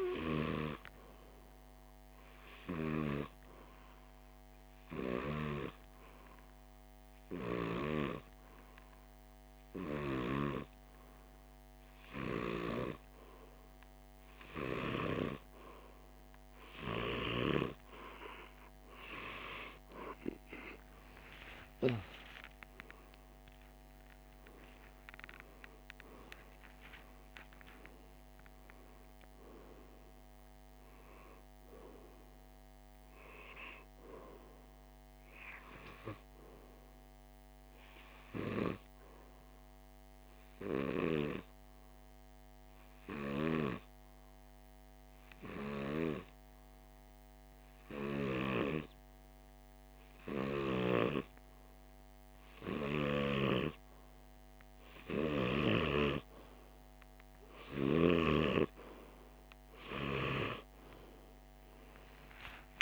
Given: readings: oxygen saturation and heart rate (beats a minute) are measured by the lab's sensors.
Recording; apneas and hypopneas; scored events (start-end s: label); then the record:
a person awake in a sleep study, by a microphone on the trachea; 1
34.50-62.82 s: new sleep stage, N1 (lightest sleep)
38.50-53.50 s: hypopnea (oxygen 97% before, 92% lowest, heart rate 62 before, 47 extreme, up 0 after)
56.00-60.50 s: arousal
From the record:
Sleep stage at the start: awake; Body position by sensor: on the left side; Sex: male